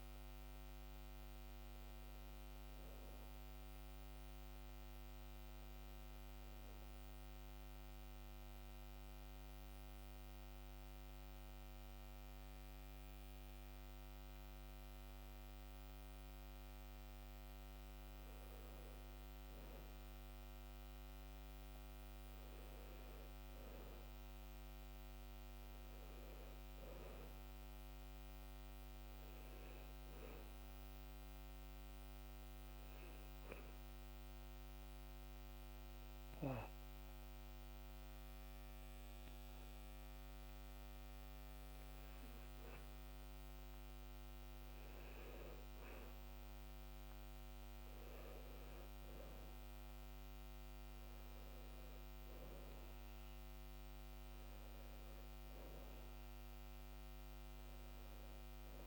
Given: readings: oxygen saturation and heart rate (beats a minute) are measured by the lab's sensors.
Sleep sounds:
breathing in sleep, hard to hear, by a microphone on the trachea; 2
0.00-4.00 s: arousal
8.00-19.00 s: obstructive apnea (oxygen 96% before, 93% lowest, heart rate 64 before, 62 extreme, up 5 after)
20.00-24.00 s: arousal
32.00-44.00 s: obstructive apnea (oxygen 98% before, 92% lowest, heart rate 65 before, 64 extreme, up 6 after)
34.50-49.50 s: oxygen desaturation (device-marked, oxygen 97% before, 93% lowest, heart rate 66 before, 64 extreme)
49.50-54.50 s: arousal
49.50-58.87 s: new sleep stage, N1 (lightest sleep)
From the record:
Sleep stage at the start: N2 (light sleep); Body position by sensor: on the back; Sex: male

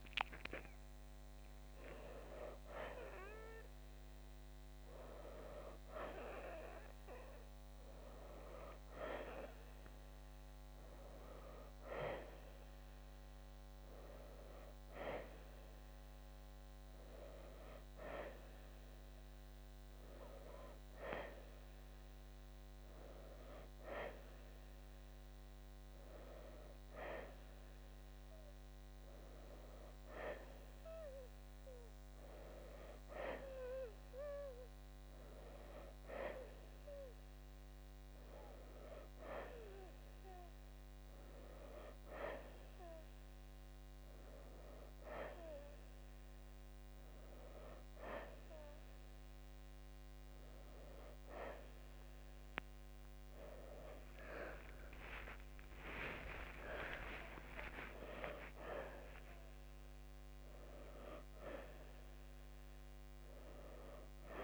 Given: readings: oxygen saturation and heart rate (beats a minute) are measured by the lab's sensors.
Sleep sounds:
breathing in sleep by a microphone on the trachea; none
55.00-59.00 s: arousal
From the record:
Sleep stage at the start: N1 (lightest sleep); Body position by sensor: on the back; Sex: male

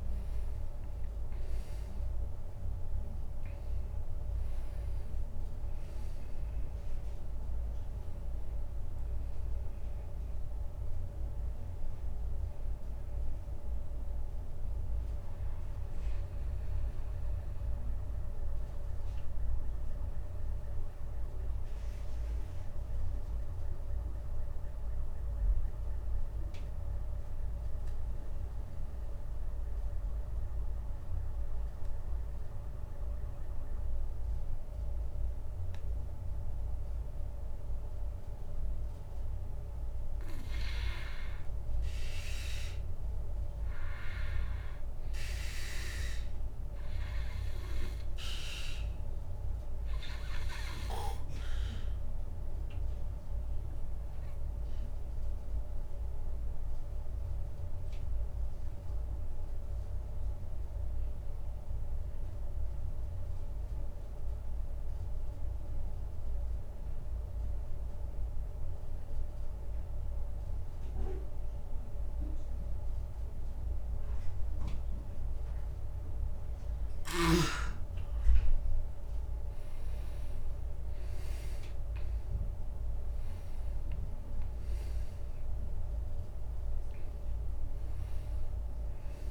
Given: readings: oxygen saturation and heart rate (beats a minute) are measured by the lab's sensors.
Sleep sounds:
breathing in sleep by a room microphone; 2
0.00-2.00 s: arousal
0.00-26.00 s: oxygen desaturation (device-marked, oxygen 91% lowest)
17.50-39.50 s: obstructive apnea (oxygen 99% before, 91% lowest)
42.50-46.00 s: arousal
50.00-70.00 s: oxygen desaturation (device-marked, oxygen 98% before, 94% lowest, heart rate 57 before, 27 extreme)
54.00-78.00 s: obstructive apnea (oxygen 99% before, 90% lowest, heart rate 62 before, 27 extreme, up 13 after)
80.00-85.50 s: arousal
82.00-89.31 s: oxygen desaturation (device-marked, oxygen 98% before, 90% lowest, heart rate 53 before, 27 extreme)
From the record:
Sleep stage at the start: N2 (light sleep); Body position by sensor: on the back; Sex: male

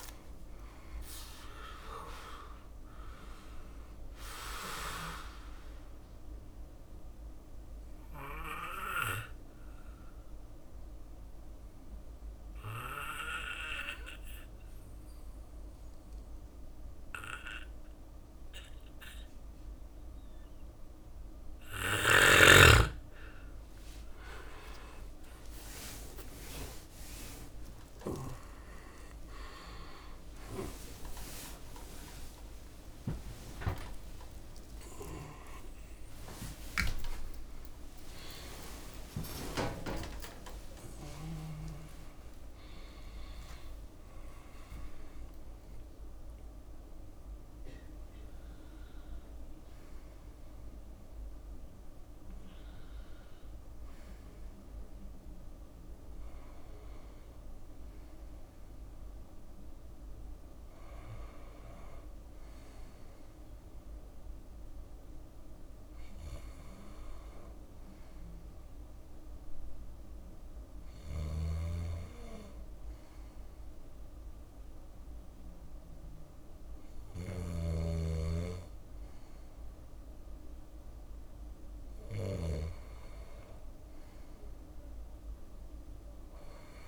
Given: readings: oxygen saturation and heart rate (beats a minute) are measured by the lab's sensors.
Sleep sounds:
a person partly awake in a sleep study, by a room microphone; 1
0.00-9.50 s: drop in pulse transit time (device-marked, heart rate 66 extreme)
4.50-20.50 s: obstructive apnea (oxygen 98% before, 93% lowest, heart rate 69 before, 63 extreme, up 23 after)
14.50-44.50 s: new sleep stage, awake
24.50-25.50 s: drop in pulse transit time (device-marked, heart rate 66 before, 78 extreme)
26.50-48.50 s: oxygen desaturation (device-marked, oxygen 98% before, 93% lowest, heart rate 67 before, 58 extreme)
35.50-42.50 s: tachycardia (device-marked, heart rate 67 before, 108 extreme)
36.50-48.50 s: drop in pulse transit time (device-marked, heart rate 74 before, 75 extreme)
43.50-45.50 s: long interval between heartbeats (device-marked, heart rate 87 before, 102 extreme)
44.50-74.50 s: new sleep stage, N1 (lightest sleep)
60.50-66.50 s: bradycardia (device-marked, heart rate 68 before, 58 extreme)
70.50-77.00 s: snoring (device-marked)
74.50-86.88 s: new sleep stage, N2 (light sleep)
From the record:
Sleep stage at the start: N2 (light sleep); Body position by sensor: on the left side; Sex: male

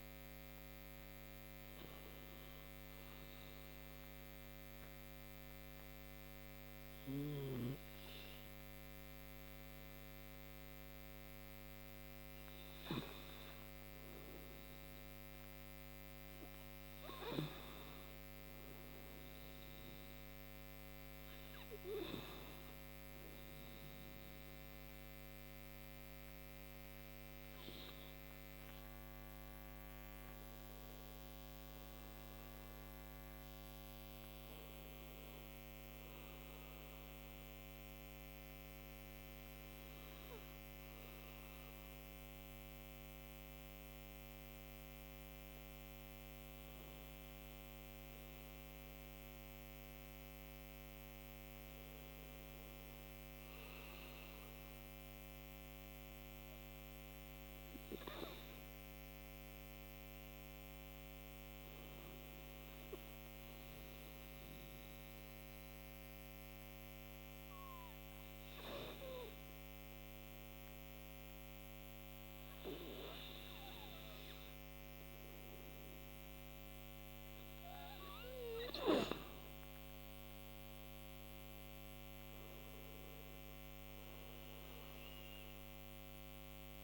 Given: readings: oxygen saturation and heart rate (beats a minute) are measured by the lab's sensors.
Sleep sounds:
breathing in sleep, hard to hear, by a microphone on the trachea; 2
0.00-4.00 s: oxygen desaturation (device-marked, oxygen 92% lowest)
3.00-13.00 s: hypopnea (oxygen 97% before, 92% lowest)
14.00-17.00 s: arousal
36.50-47.50 s: hypopnea (oxygen 95% before, 92% lowest)
52.00-55.00 s: arousal
82.00-85.00 s: arousal
From the record:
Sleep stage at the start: N2 (light sleep); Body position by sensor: on the right side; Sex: male

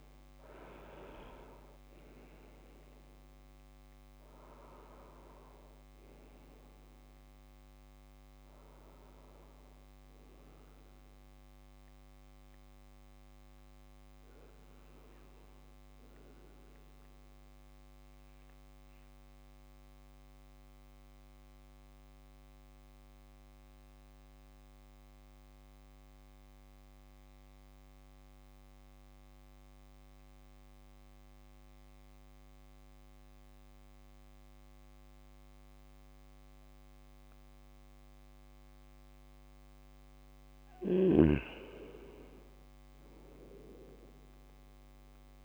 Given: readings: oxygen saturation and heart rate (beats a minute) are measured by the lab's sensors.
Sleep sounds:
breathing in sleep by a microphone on the trachea; 1
18.50-40.00 s: mixed apnea (oxygen 98% before, 95% lowest, heart rate 72 before, 62 extreme, up 3 after)
20.50-45.45 s: new sleep stage, N2 (light sleep)
40.50-45.45 s: snoring (device-marked)
42.50-45.45 s: arousal
From the record:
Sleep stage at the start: N1 (lightest sleep); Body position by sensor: on the right side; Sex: male

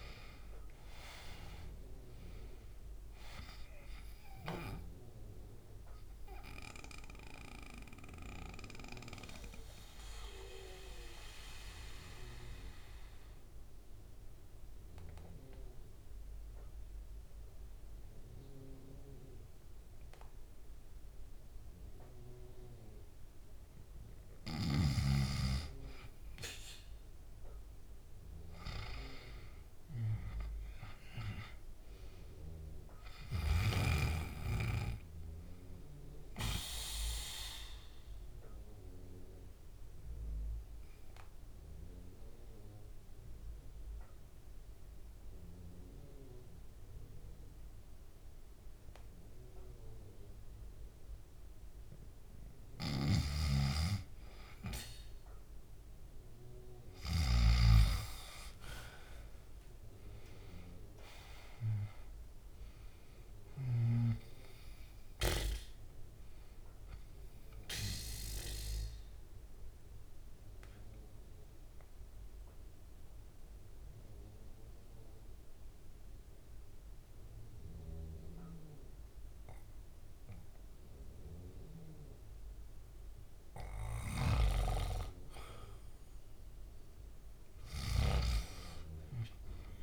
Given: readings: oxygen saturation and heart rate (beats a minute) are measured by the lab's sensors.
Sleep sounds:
breathing in sleep by a room microphone; 3
0.00-2.50 s: arousal
6.50-23.50 s: obstructive apnea (oxygen 98% before, 88% lowest, heart rate 67 before, 64 extreme, up 4 after)
8.00-29.00 s: oxygen desaturation (device-marked, oxygen 98% before, 88% lowest, heart rate 68 before, 62 extreme)
29.00-32.00 s: arousal
36.50-53.00 s: obstructive apnea (oxygen 98% before, 89% lowest, heart rate 67 before, 62 extreme, up 5 after)
39.00-56.00 s: oxygen desaturation (device-marked, oxygen 98% before, 92% lowest, heart rate 68 before, 62 extreme)
52.50-57.50 s: snoring (device-marked)
57.00-61.50 s: arousal
68.00-83.50 s: mixed apnea (oxygen 98% before, 89% lowest, heart rate 67 before, 62 extreme, up 8 after)
68.00-88.00 s: oxygen desaturation (device-marked, oxygen 98% before, 89% lowest, heart rate 67 before, 62 extreme)
88.00-89.83 s: arousal
From the record:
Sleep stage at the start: N2 (light sleep); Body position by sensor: on the back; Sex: male

